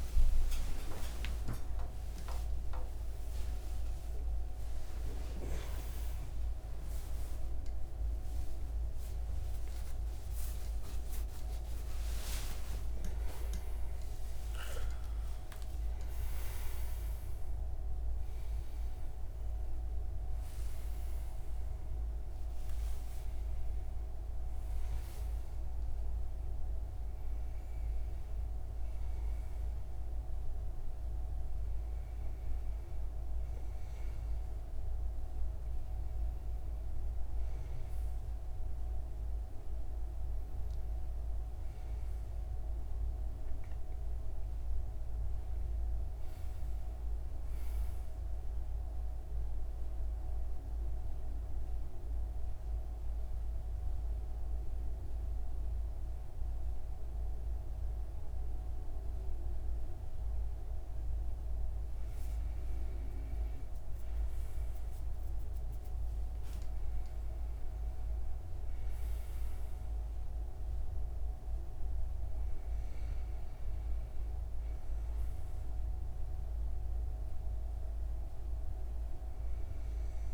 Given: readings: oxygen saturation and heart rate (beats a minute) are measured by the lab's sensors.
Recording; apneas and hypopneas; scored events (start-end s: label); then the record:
a person partly awake in a sleep study, hard to hear, by a room microphone; 1
17.50-47.50 s: new sleep stage, N1 (lightest sleep)
42.50-47.50 s: arousal
47.50-80.34 s: new sleep stage, N2 (light sleep)
49.50-61.00 s: mixed apnea (oxygen 98% before, 93% lowest)
63.00-66.50 s: arousal
65.50-80.34 s: oxygen desaturation (device-marked, oxygen 97% before, 94% lowest)
From the record:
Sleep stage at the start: awake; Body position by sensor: on the right side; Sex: male